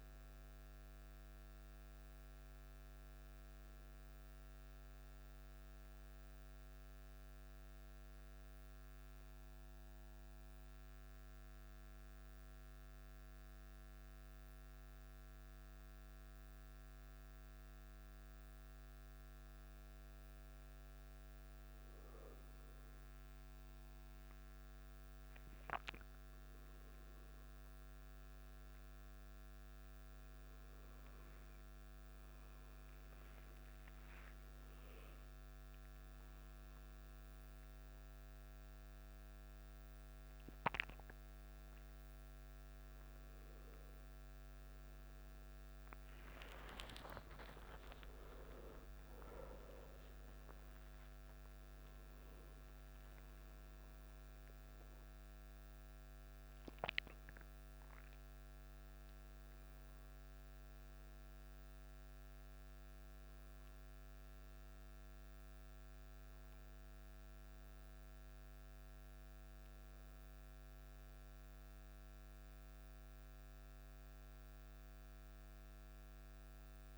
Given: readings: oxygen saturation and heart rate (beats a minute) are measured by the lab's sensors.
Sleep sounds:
a person partly awake in a sleep study, hard to hear, by a microphone on the trachea; 1
5.50-22.50 s: hypopnea (oxygen 98% before, 95% lowest, heart rate 54 before, 50 extreme, up 7 after)
21.00-51.00 s: new sleep stage, awake
30.00-49.00 s: oxygen desaturation (device-marked, oxygen 98% before, 95% lowest, heart rate 52 before, 51 extreme)
51.00-76.98 s: new sleep stage, N1 (lightest sleep)
From the record:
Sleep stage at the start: N2 (light sleep); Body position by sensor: on the back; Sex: male

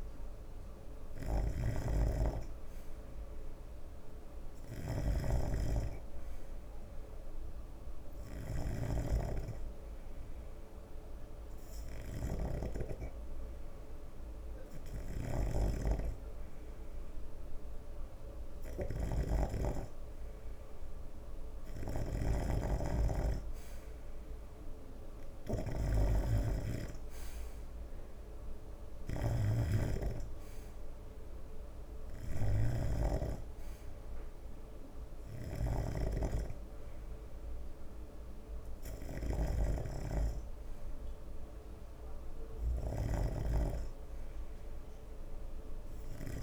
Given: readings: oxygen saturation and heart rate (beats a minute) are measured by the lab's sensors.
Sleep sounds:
breathing in sleep by a room microphone; none
0.00-46.42 s: snoring (device-marked)
From the record:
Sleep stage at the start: N3 (deep sleep); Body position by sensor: on the right side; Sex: male

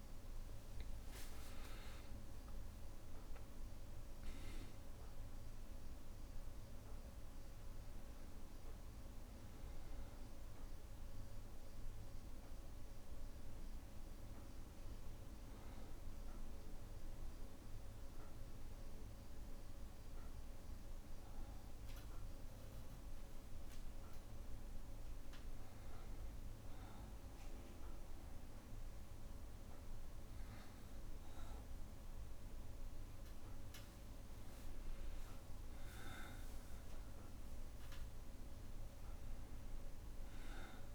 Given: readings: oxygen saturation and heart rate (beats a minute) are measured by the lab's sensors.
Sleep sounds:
a person partly awake in a sleep study, hard to hear, by a room microphone; none
19.50-40.95 s: new sleep stage, N1 (lightest sleep)
From the record:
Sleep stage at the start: awake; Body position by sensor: on the back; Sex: male

